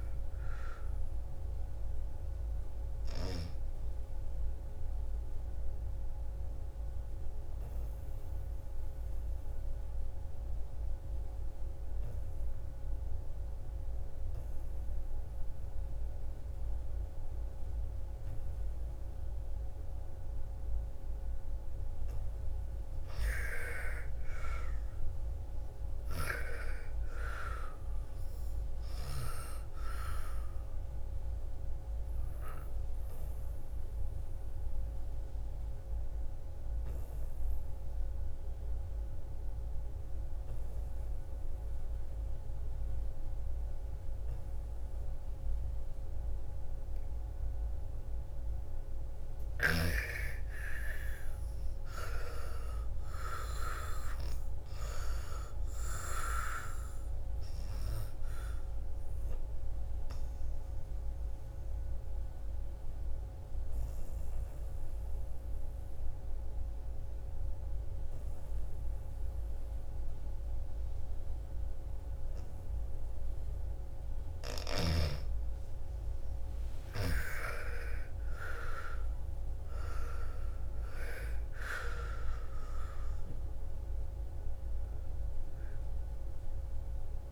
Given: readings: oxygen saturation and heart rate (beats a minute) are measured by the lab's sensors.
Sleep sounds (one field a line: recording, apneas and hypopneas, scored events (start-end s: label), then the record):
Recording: breathing in sleep by a room microphone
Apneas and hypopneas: 3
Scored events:
0.00-13.50 s: oxygen desaturation (device-marked, oxygen 85% lowest, heart rate 56 extreme)
4.50-20.50 s: obstructive apnea (oxygen 98% before, 85% lowest, heart rate 61 before, 55 extreme, up 10 after)
23.50-27.50 s: arousal
25.50-42.50 s: oxygen desaturation (device-marked, oxygen 98% before, 87% lowest, heart rate 58 before, 55 extreme)
30.50-48.00 s: obstructive apnea (oxygen 98% before, 87% lowest, heart rate 59 before, 53 extreme, up 14 after)
50.00-54.00 s: arousal
50.50-69.50 s: oxygen desaturation (device-marked, oxygen 98% before, 87% lowest, heart rate 59 before, 53 extreme)
58.00-73.50 s: obstructive apnea (oxygen 98% before, 87% lowest, heart rate 60 before, 53 extreme, up 14 after)
75.50-80.00 s: arousal
82.50-87.32 s: oxygen desaturation (device-marked, oxygen 98% before, 87% lowest, heart rate 58 before, 56 extreme)
From the record:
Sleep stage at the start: N2 (light sleep)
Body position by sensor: on the back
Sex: female